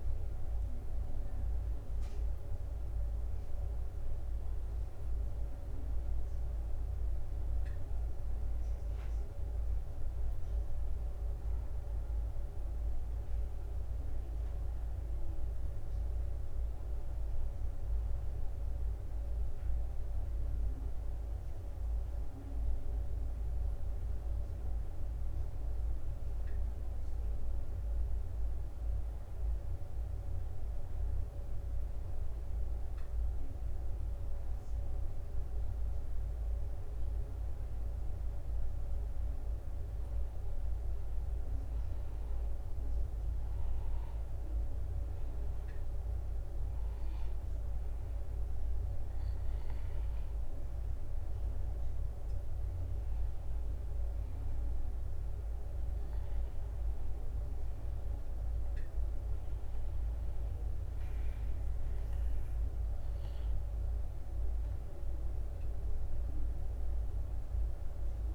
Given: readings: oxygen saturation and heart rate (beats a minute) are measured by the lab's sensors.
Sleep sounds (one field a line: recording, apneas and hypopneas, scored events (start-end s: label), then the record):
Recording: breathing in sleep, hard to hear, by a room microphone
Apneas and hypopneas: 2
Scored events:
0.50-13.00 s: obstructive apnea (oxygen 98% before, 95% lowest)
16.50-18.50 s: long interval between heartbeats (device-marked)
17.00-22.00 s: arousal
30.00-40.50 s: hypopnea (oxygen 97% before, 95% lowest)
31.50-40.50 s: bradycardia (device-marked)
45.50-51.50 s: arousal
From the record:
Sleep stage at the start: N2 (light sleep)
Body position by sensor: on the back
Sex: male